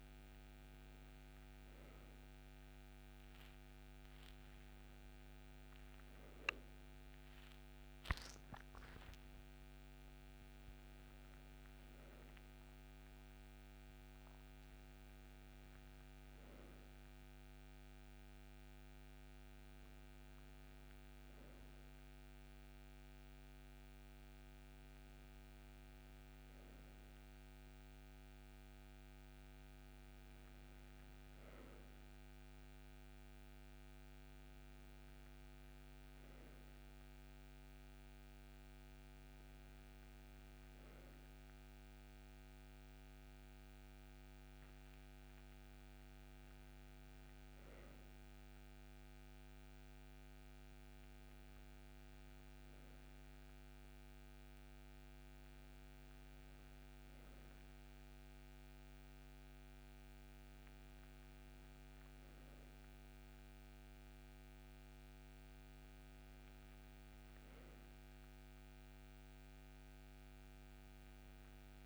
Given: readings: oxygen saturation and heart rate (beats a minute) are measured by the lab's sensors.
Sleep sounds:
breathing in sleep, hard to hear, by a microphone on the trachea; none
none scored
From the record:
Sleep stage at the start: N2 (light sleep); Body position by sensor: on the right side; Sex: male

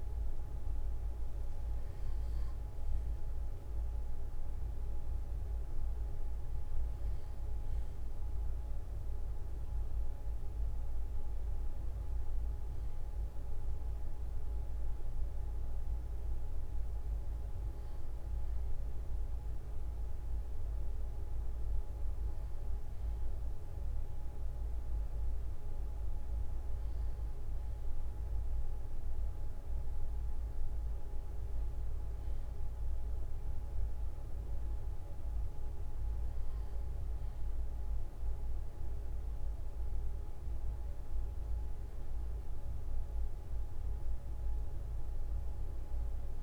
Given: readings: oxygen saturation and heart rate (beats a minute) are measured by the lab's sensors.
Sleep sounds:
breathing in sleep, hard to hear, by a room microphone; none
none scored
From the record:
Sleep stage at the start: N2 (light sleep); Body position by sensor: on the front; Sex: male

